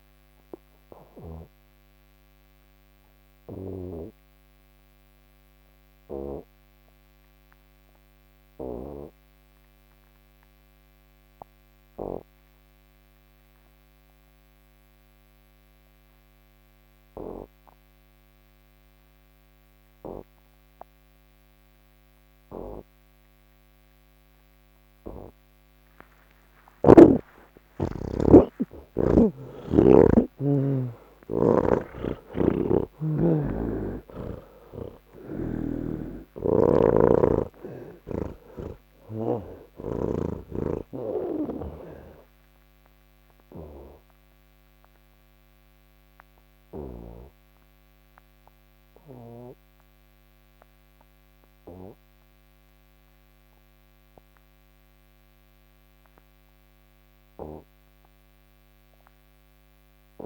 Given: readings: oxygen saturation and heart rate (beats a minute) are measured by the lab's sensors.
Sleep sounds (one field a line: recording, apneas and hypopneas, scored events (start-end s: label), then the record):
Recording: breathing in sleep by a microphone on the trachea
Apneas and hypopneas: none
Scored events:
31.00-35.50 s: snoring (device-marked)
From the record:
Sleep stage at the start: N1 (lightest sleep)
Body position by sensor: on the back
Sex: male